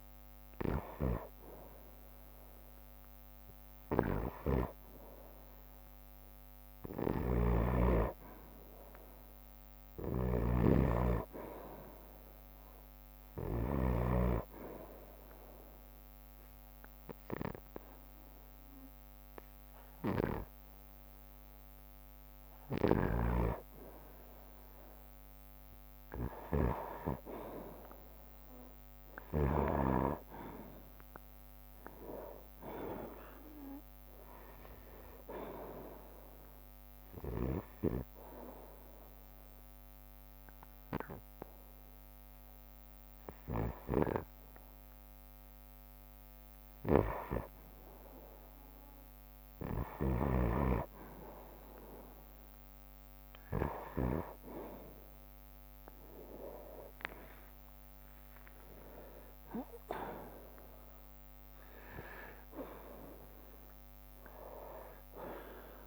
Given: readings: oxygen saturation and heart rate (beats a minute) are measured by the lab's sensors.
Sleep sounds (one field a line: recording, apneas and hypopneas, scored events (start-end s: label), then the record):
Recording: breathing in sleep by a microphone on the trachea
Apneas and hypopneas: 2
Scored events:
7.00-14.00 s: snoring (device-marked)
14.00-24.00 s: obstructive apnea (oxygen 94% before, 91% lowest, heart rate 64 before, 61 extreme)
29.50-34.00 s: arousal
29.50-43.50 s: drop in pulse transit time (device-marked, heart rate 64 before, 63 extreme)
38.00-48.00 s: obstructive apnea (oxygen 94% before, 91% lowest, heart rate 65 before, 57 extreme, up 2 after)
45.50-56.50 s: oxygen desaturation (device-marked, oxygen 94% before, 91% lowest, heart rate 65 before, 57 extreme)
53.50-56.50 s: bradycardia (device-marked, heart rate 63 before, 62 extreme)
56.00-61.00 s: arousal
58.50-65.87 s: drop in pulse transit time (device-marked, heart rate 63 before, 59 extreme)
From the record:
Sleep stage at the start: N2 (light sleep)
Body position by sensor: on the right side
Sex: male